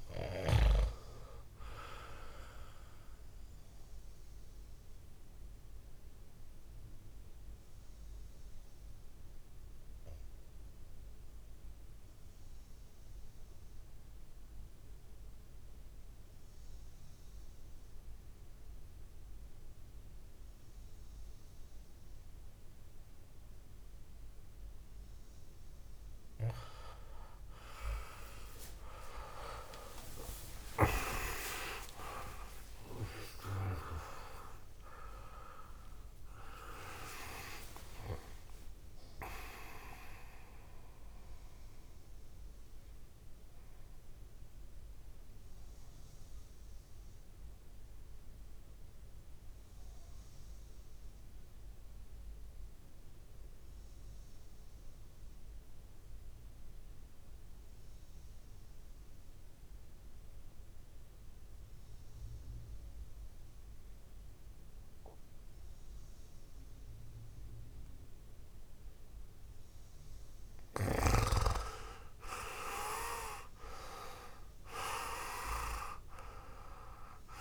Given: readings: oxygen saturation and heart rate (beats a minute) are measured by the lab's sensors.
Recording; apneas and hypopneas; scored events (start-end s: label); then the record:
breathing in sleep by a room microphone; 2
0.00-13.50 s: oxygen desaturation (device-marked, oxygen 90% lowest, heart rate 59 extreme)
2.50-24.50 s: obstructive apnea (oxygen 100% before, 90% lowest, heart rate 63 before, 58 extreme, up 57 after)
27.50-33.50 s: tachycardia (device-marked, heart rate 62 before, 121 extreme)
29.00-34.50 s: arousal
30.50-55.50 s: oxygen desaturation (device-marked, oxygen 98% before, 94% lowest, heart rate 65 before, 58 extreme)
34.50-37.50 s: tachycardia (device-marked, heart rate 63 before, 119 extreme)
44.00-68.50 s: mixed apnea (oxygen 100% before, 89% lowest, heart rate 94 before, 58 extreme, up 9 after)
65.50-77.41 s: oxygen desaturation (device-marked, oxygen 99% before, 89% lowest, heart rate 60 before, 58 extreme)
71.00-74.50 s: arousal
From the record:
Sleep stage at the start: REM sleep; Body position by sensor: on the right side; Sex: male